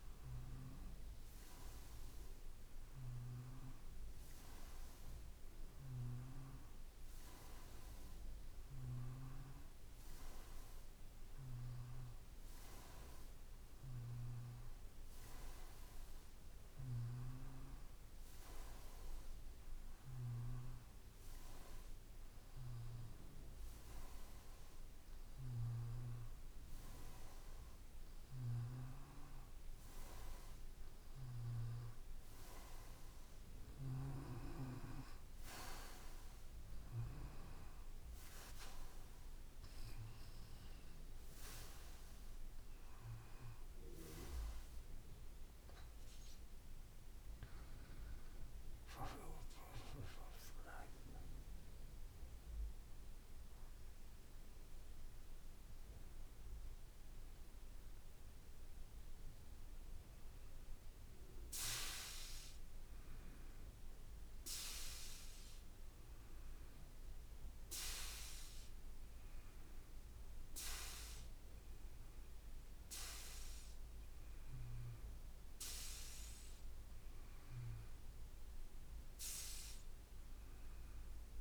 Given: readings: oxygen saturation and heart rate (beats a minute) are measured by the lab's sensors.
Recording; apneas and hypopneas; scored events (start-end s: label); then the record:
breathing in sleep by a room microphone; none
none scored
From the record:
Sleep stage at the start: N2 (light sleep); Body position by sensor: on the back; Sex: male